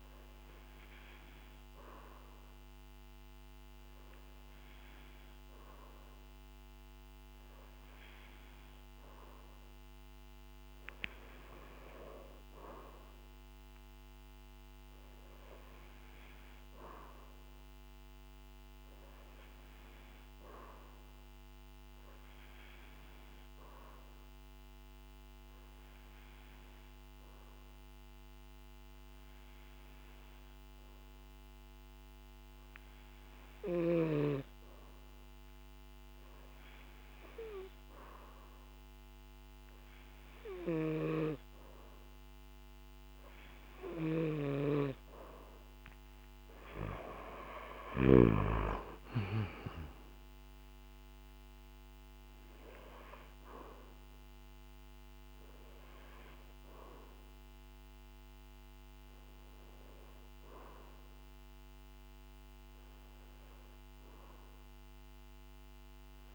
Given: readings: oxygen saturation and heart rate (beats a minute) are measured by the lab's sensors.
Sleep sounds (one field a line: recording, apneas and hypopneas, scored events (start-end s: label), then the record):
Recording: breathing in sleep by a microphone on the trachea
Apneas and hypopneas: none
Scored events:
none scored
From the record:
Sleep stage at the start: N2 (light sleep)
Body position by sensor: on the back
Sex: male